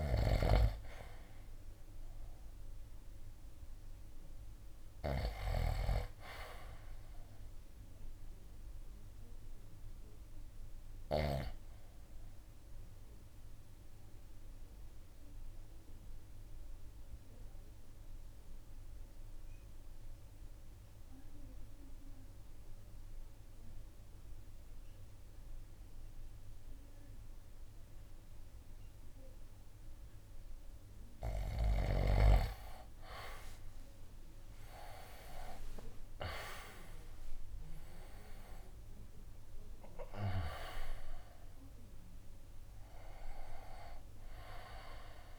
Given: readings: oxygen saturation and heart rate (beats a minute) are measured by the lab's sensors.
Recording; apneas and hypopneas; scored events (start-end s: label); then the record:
breathing in sleep by a room microphone; 1
0.00-1.00 s: arousal
0.00-11.00 s: snoring (device-marked)
0.00-33.00 s: oxygen desaturation (device-marked, oxygen 85% lowest, heart rate 53 extreme)
11.00-30.50 s: obstructive apnea (oxygen 95% before, 83% lowest, heart rate 55 before, 53 extreme, up 17 after)
33.00-38.50 s: arousal
36.00-45.39 s: drop in pulse transit time (device-marked, heart rate 56 before, 59 extreme)
From the record:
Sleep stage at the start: REM sleep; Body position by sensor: on the right side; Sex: male